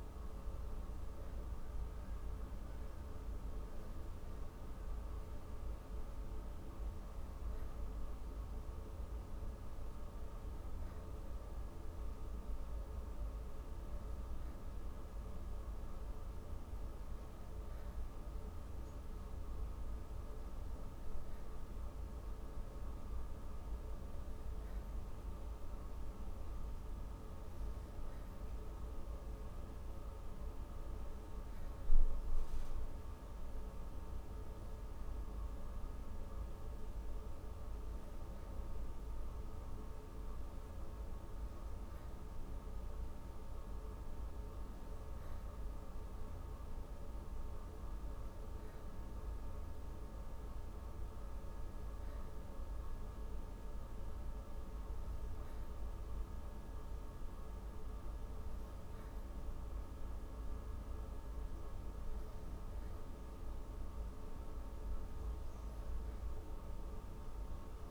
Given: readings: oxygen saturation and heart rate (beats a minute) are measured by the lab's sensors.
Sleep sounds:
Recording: breathing in sleep, hard to hear, by a room microphone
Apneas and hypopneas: none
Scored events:
none scored
From the record:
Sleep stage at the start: N3 (deep sleep)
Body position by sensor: on the back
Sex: female

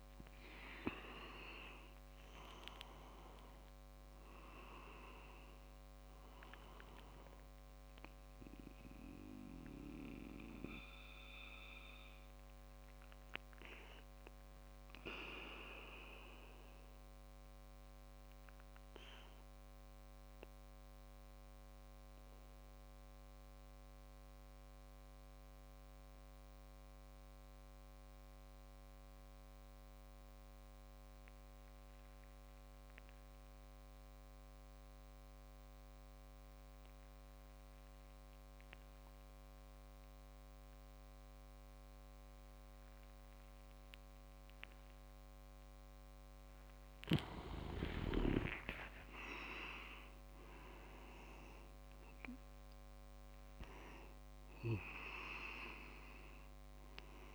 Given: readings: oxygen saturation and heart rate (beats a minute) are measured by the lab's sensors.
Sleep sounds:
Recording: breathing in sleep by a microphone on the trachea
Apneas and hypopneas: 1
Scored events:
0.00-2.00 s: leg movement (device-marked)
0.00-4.00 s: arousal
0.00-13.00 s: oxygen desaturation (device-marked, oxygen 95% lowest)
13.50-47.00 s: mixed apnea (oxygen 98% before, 95% lowest)
44.00-57.35 s: oxygen desaturation (device-marked, oxygen 99% before, 95% lowest)
49.00-53.00 s: arousal
From the record:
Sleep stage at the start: N2 (light sleep)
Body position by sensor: on the back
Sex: male

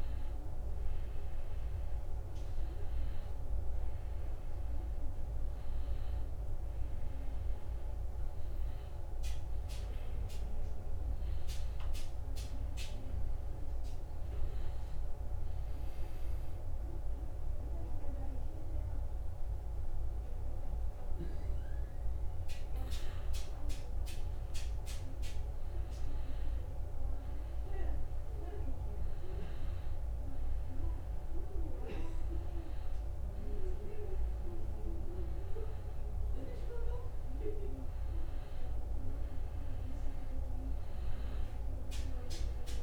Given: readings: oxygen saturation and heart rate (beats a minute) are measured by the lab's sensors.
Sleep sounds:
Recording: breathing in sleep by a room microphone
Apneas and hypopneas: 1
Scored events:
0.00-3.50 s: oxygen desaturation (device-marked, oxygen 90% lowest, heart rate 69 extreme)
5.00-8.50 s: arousal
10.50-23.00 s: hypopnea (oxygen 96% before, 91% lowest, heart rate 74 before, 69 extreme, up 3 after)
25.00-29.50 s: arousal
From the record:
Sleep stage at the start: N2 (light sleep)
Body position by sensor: on the back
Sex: male

